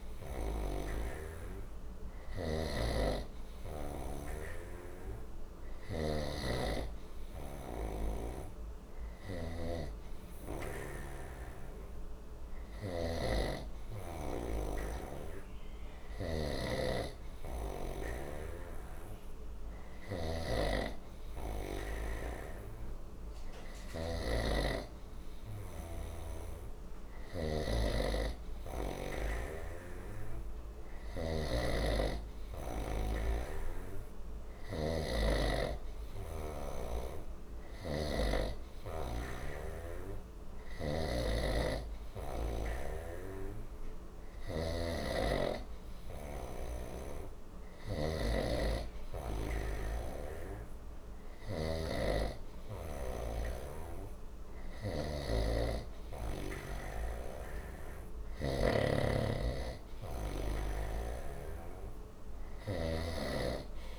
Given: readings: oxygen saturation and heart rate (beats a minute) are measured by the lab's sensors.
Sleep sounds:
breathing in sleep by a room microphone; none
0.00-6.00 s: snoring (device-marked)
12.50-63.99 s: snoring (device-marked)
From the record:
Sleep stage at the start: N2 (light sleep); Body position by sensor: on the right side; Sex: male

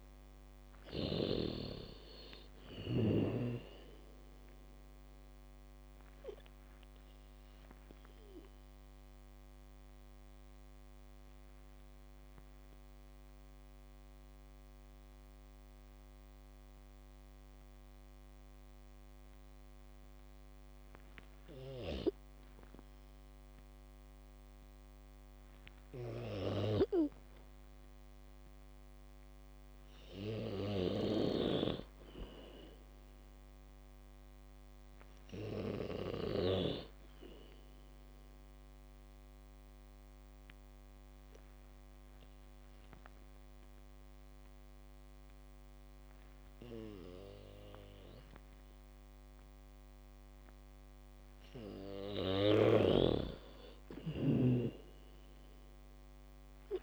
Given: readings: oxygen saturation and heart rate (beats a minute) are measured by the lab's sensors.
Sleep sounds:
breathing in sleep by a microphone on the trachea; 2
0.00-1.00 s: arousal
0.00-6.00 s: bradycardia (device-marked)
0.00-23.00 s: oxygen desaturation (device-marked, oxygen 85% lowest)
6.50-25.00 s: mixed apnea (oxygen 99% before, 85% lowest, heart rate 53 before, 49 extreme, up 0 after)
27.50-31.00 s: arousal
28.00-51.00 s: oxygen desaturation (device-marked, oxygen 99% before, 92% lowest, heart rate 72 before, 35 extreme)
30.00-37.00 s: bradycardia (device-marked, heart rate 67 before, 49 extreme)
38.50-51.50 s: obstructive apnea (oxygen 99% before, 88% lowest, heart rate 65 before, 35 extreme)
52.00-56.83 s: bradycardia (device-marked, heart rate 67 before, 35 extreme)
53.00-56.83 s: snoring (device-marked)
53.50-56.83 s: arousal
From the record:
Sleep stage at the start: N2 (light sleep); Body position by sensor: on the back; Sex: female

